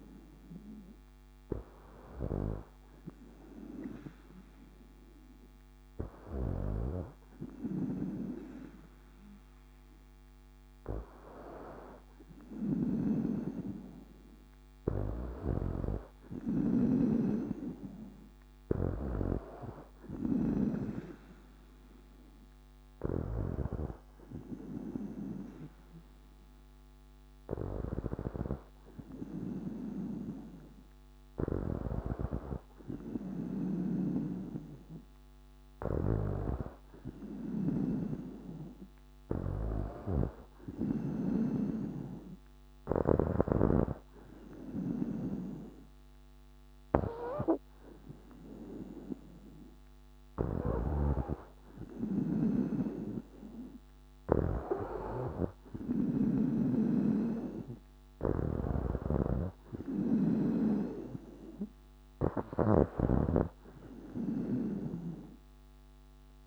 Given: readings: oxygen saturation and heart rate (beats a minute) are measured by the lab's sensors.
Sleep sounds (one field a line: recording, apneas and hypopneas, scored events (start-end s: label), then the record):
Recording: breathing in sleep by a microphone on the trachea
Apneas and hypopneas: none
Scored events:
12.00-20.50 s: snoring (device-marked)
33.00-37.50 s: snoring (device-marked)
39.50-43.00 s: snoring (device-marked)
50.00-66.47 s: snoring (device-marked)
From the record:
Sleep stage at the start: N2 (light sleep)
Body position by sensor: on the back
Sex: female